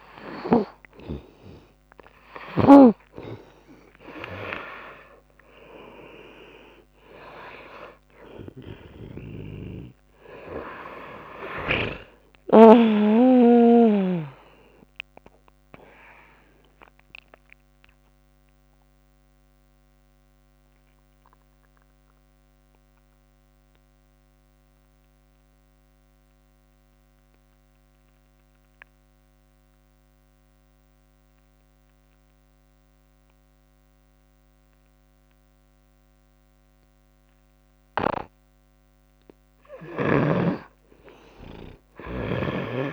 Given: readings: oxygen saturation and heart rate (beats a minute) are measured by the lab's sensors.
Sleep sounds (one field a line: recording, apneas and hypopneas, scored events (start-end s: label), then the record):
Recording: breathing in sleep by a microphone on the trachea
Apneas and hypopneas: 1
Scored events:
0.00-3.00 s: snoring (device-marked)
5.00-10.50 s: arousal
17.50-38.50 s: mixed apnea (oxygen 89% before, 87% lowest, heart rate 83 before, 70 extreme, up 4 after)
40.00-42.93 s: oxygen desaturation (device-marked, oxygen 98% before, 87% lowest, heart rate 73 before, 70 extreme)
41.00-42.93 s: arousal
From the record:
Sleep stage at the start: N2 (light sleep)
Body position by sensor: on the back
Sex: female